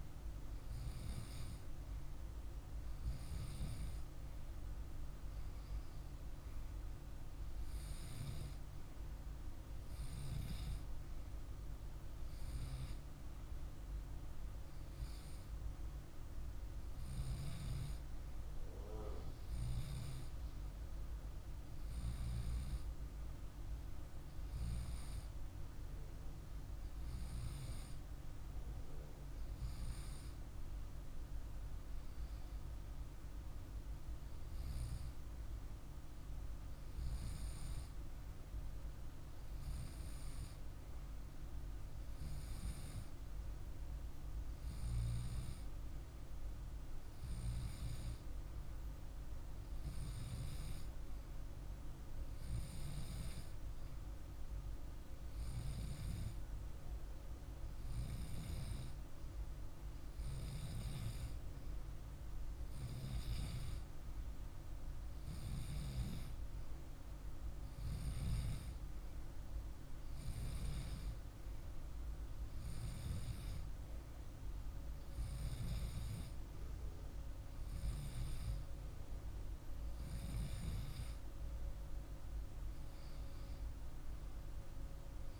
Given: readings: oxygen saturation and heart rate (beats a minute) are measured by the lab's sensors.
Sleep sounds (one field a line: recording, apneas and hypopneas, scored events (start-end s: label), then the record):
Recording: breathing in sleep, hard to hear, by a room microphone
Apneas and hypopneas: none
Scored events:
none scored
From the record:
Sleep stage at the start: N2 (light sleep)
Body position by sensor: on the left side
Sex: male